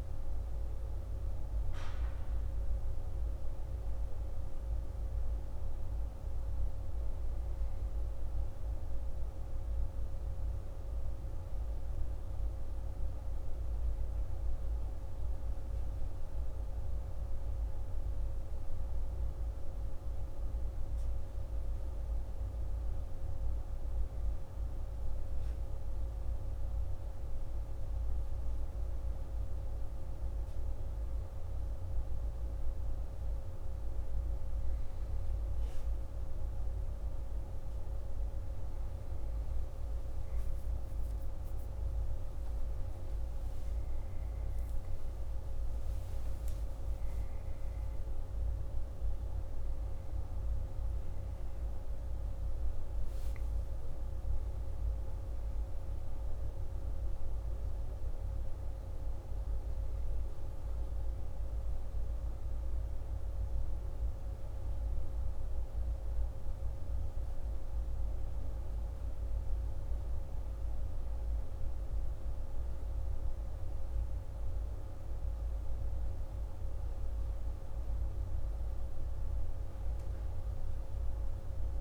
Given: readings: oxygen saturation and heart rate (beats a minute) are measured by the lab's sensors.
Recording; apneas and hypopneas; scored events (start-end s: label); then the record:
a person partly awake in a sleep study, hard to hear, by a room microphone; none
39.00-69.00 s: new sleep stage, awake
69.00-81.81 s: new sleep stage, N1 (lightest sleep)
From the record:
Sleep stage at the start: N1 (lightest sleep); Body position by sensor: on the back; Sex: male